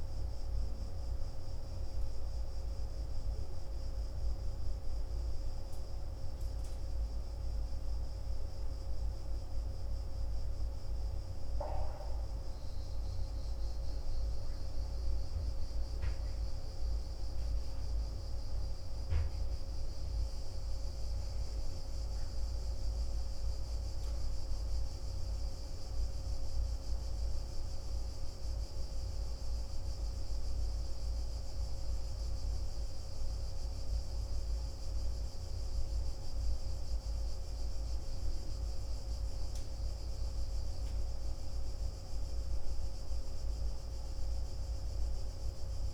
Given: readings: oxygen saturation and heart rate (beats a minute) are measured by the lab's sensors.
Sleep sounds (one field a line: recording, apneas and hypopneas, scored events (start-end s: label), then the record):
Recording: a person awake in a sleep study, hard to hear, by a room microphone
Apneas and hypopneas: none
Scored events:
none scored
From the record:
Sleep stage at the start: awake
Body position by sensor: on the back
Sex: male